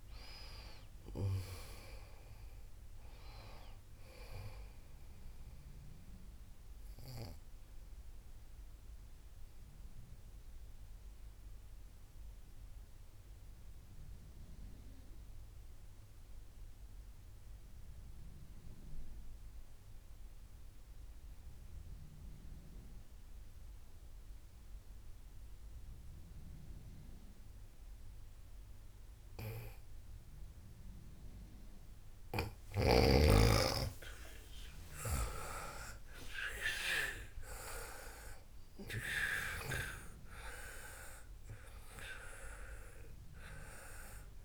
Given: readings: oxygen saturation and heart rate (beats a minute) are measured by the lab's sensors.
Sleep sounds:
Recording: breathing in sleep by a room microphone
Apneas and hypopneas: 1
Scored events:
1.00-19.00 s: oxygen desaturation (device-marked, oxygen 97% before, 91% lowest, heart rate 67 before, 55 extreme)
10.00-31.00 s: mixed apnea (oxygen 97% before, 90% lowest, heart rate 72 before, 53 extreme)
33.00-37.00 s: arousal
From the record:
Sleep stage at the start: N2 (light sleep)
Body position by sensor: on the back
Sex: female

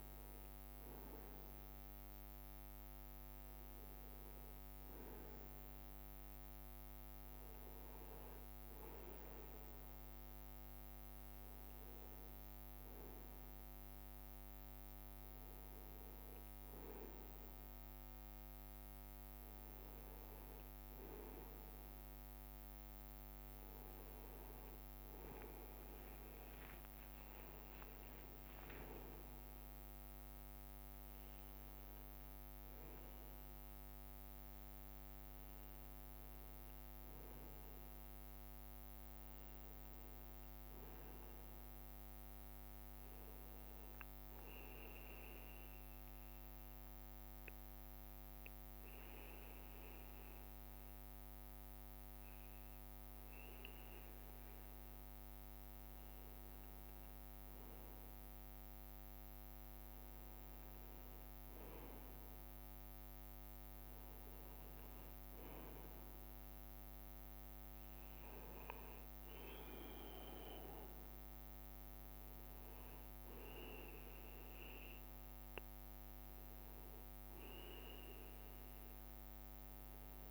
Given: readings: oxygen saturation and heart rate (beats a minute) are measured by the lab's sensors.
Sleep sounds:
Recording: breathing in sleep, hard to hear, by a microphone on the trachea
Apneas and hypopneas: 1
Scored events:
0.00-3.00 s: bradycardia (device-marked)
11.00-51.00 s: bradycardia (device-marked)
14.00-16.00 s: long interval between heartbeats (device-marked)
26.00-29.50 s: arousal
26.50-27.50 s: leg movement (device-marked)
28.50-30.50 s: leg movement (device-marked)
44.50-56.50 s: obstructive apnea (oxygen 94% before, 93% lowest)
59.00-63.50 s: arousal
68.00-70.00 s: long interval between heartbeats (device-marked)
From the record:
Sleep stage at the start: N1 (lightest sleep)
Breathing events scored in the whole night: 189 in 4.2 hours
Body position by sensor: on the right side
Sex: male

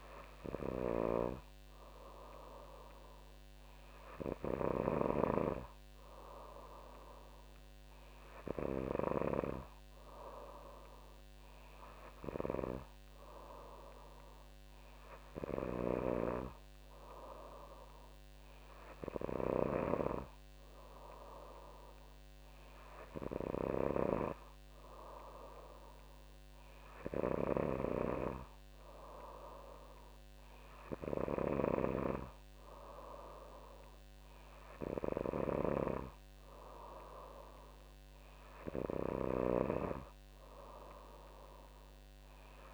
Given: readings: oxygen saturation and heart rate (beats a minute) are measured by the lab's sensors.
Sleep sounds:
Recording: breathing in sleep by a microphone on the trachea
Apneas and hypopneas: none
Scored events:
none scored
From the record:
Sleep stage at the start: N3 (deep sleep)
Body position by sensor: on the back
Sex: female

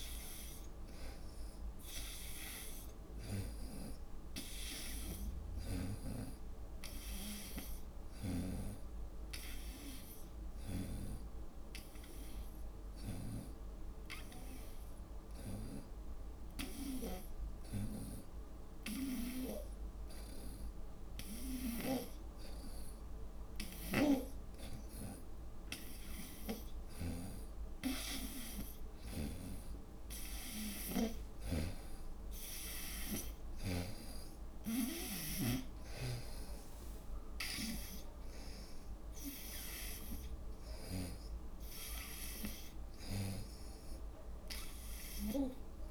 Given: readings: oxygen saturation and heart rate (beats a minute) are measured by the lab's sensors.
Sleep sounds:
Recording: breathing in sleep by a room microphone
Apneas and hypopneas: 1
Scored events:
0.00-11.50 s: oxygen desaturation (device-marked, oxygen 86% lowest, heart rate 75 extreme)
5.00-22.00 s: snoring (device-marked)
11.50-24.00 s: hypopnea (oxygen 91% before, 84% lowest, heart rate 76 before, 77 extreme, up 20 after)
24.00-36.00 s: snoring (device-marked)
25.00-27.50 s: arousal
27.50-45.91 s: oxygen desaturation (device-marked, oxygen 90% before, 84% lowest, heart rate 77 before, 69 extreme)
30.50-32.50 s: long interval between heartbeats (device-marked, heart rate 77 before, 89 extreme)
From the record:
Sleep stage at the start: N2 (light sleep)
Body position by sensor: on the front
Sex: female

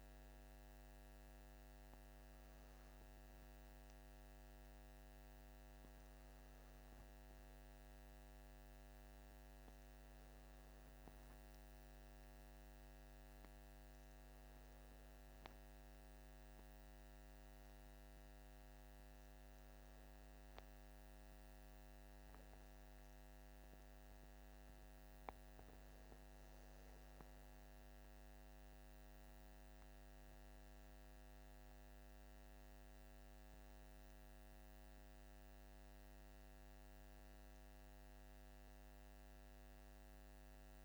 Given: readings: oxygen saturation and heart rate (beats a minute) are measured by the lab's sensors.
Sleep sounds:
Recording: breathing in sleep, hard to hear, by a microphone on the trachea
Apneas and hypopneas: none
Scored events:
22.00-27.50 s: arousal
From the record:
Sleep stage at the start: N2 (light sleep)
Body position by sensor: on the back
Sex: male

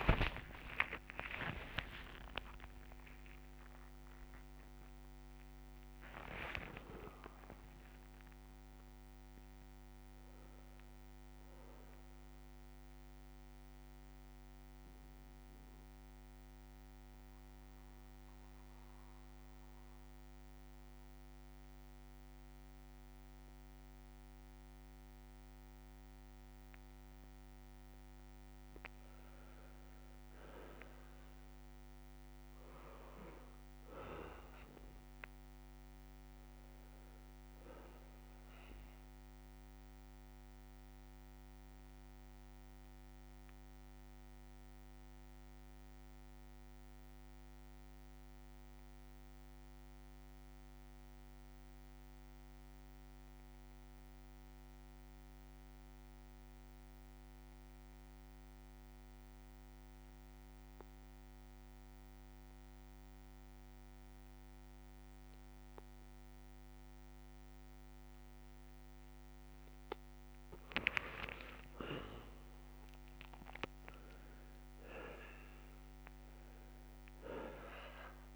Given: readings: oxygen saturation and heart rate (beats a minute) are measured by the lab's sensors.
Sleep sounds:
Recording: breathing in sleep by a microphone on the trachea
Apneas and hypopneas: 2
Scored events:
0.00-2.00 s: long interval between heartbeats (device-marked, heart rate 72 before, 74 extreme)
2.00-4.00 s: long interval between heartbeats (device-marked, heart rate 74 before, 76 extreme)
4.50-6.50 s: long interval between heartbeats (device-marked, heart rate 77 before, 67 extreme)
4.50-9.50 s: bradycardia (device-marked, heart rate 64 before, 57 extreme)
16.00-29.50 s: mixed apnea (oxygen 99% before, 90% lowest, heart rate 72 before, 56 extreme, up 3 after)
23.50-78.36 s: new sleep stage, N2 (light sleep)
32.50-36.50 s: arousal
35.50-51.50 s: oxygen desaturation (device-marked, oxygen 99% before, 95% lowest, heart rate 62 before, 56 extreme)
41.50-65.50 s: bradycardia (device-marked, heart rate 64 before, 56 extreme)
43.00-66.00 s: obstructive apnea (oxygen 99% before, 89% lowest, heart rate 62 before, 56 extreme, up 15 after)
63.50-78.36 s: oxygen desaturation (device-marked, oxygen 98% before, 89% lowest, heart rate 57 before, 58 extreme)
70.50-75.00 s: arousal
From the record:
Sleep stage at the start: N1 (lightest sleep)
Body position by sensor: on the back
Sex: male

